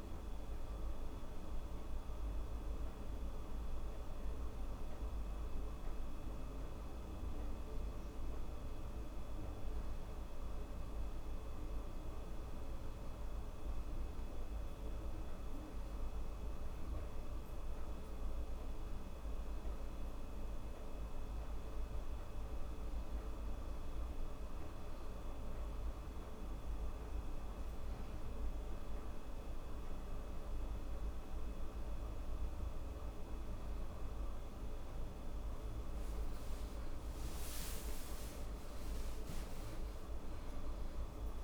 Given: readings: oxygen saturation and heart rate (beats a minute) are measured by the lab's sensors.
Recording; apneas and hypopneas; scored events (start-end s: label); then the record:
breathing in sleep, hard to hear, by a room microphone; none
40.50-41.44 s: new sleep stage, awake
From the record:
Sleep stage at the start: N2 (light sleep); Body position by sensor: on the back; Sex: female